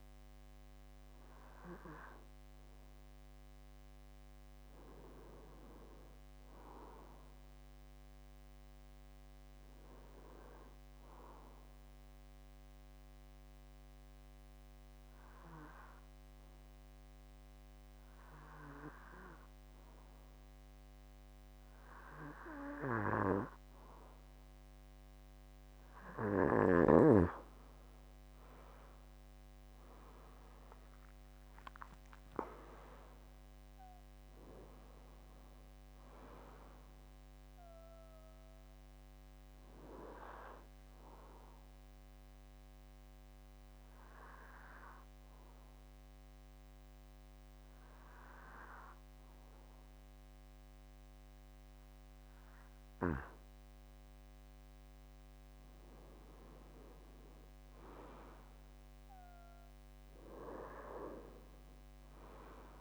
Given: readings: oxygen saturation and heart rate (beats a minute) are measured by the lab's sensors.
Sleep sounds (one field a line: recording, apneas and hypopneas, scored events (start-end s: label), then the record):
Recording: breathing in sleep by a microphone on the trachea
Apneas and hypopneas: 2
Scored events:
11.50-21.50 s: obstructive apnea (oxygen 96% before, 90% lowest)
29.00-33.00 s: arousal
30.00-52.00 s: oxygen desaturation (device-marked, oxygen 94% before, 90% lowest)
41.00-52.50 s: obstructive apnea (oxygen 95% before, 89% lowest)
56.00-60.50 s: arousal
From the record:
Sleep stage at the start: N2 (light sleep)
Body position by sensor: on the back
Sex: male